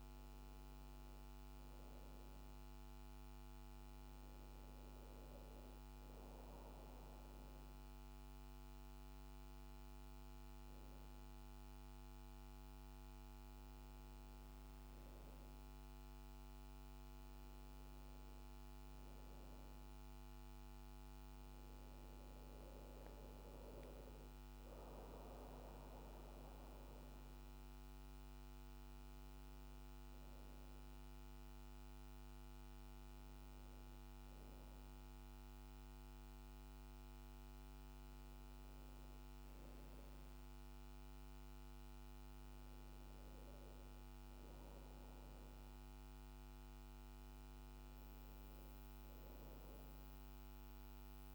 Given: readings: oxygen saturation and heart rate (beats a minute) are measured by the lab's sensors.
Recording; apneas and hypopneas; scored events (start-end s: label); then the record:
breathing in sleep, hard to hear, by a microphone on the trachea; none
none scored
From the record:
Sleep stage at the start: N2 (light sleep); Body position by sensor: on the right side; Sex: female